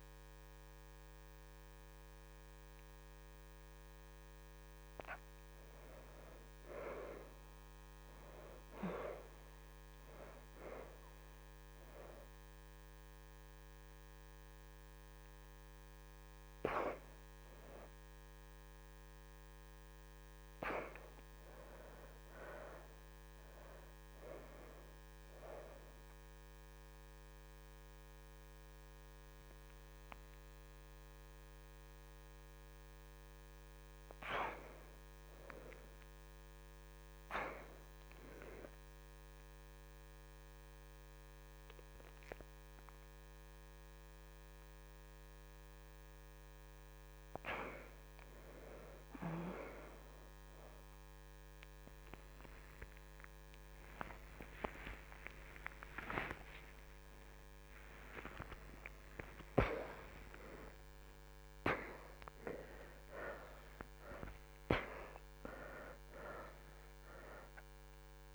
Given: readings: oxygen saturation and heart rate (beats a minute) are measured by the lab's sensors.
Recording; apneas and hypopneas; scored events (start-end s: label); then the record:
a person awake in a sleep study, by a microphone on the trachea; none
0.00-1.50 s: oxygen desaturation (device-marked, oxygen 86% lowest, heart rate 80 extreme)
3.50-15.50 s: oxygen desaturation (device-marked, oxygen 91% before, 86% lowest, heart rate 84 before, 81 extreme)
24.50-32.50 s: oxygen desaturation (device-marked, oxygen 92% before, 85% lowest, heart rate 83 before, 83 extreme)
From the record:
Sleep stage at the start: awake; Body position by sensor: on the back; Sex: female